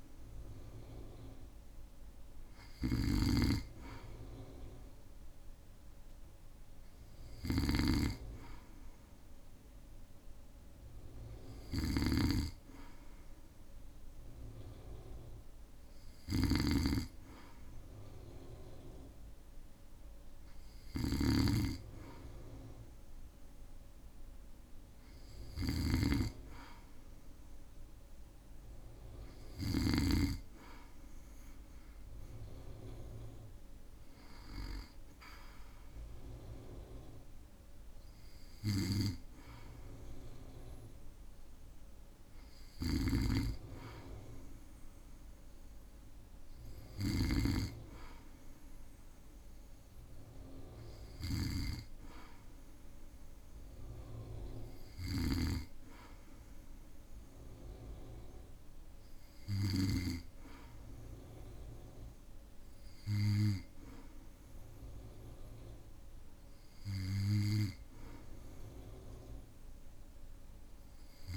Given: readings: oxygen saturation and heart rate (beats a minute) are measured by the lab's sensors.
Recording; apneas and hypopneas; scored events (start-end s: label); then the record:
breathing in sleep by a room microphone; none
0.00-30.00 s: snoring (device-marked)
38.50-60.00 s: snoring (device-marked)
From the record:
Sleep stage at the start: N2 (light sleep); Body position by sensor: on the back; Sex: male